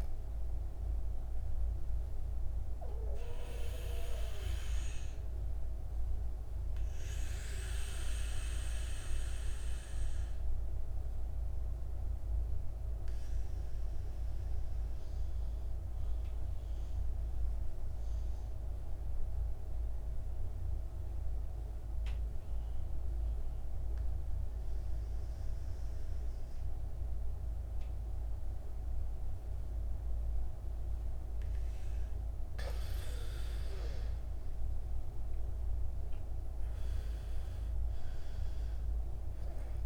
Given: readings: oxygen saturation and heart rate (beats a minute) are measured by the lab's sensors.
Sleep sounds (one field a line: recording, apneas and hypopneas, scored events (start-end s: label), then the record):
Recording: breathing in sleep by a room microphone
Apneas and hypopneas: 1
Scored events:
0.00-26.00 s: oxygen desaturation (device-marked, oxygen 86% lowest, heart rate 51 extreme)
1.00-32.50 s: mixed apnea (oxygen 100% before, 86% lowest, heart rate 56 before, 51 extreme, up 17 after)
33.50-37.00 s: arousal
From the record:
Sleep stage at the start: N2 (light sleep)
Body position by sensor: on the back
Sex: male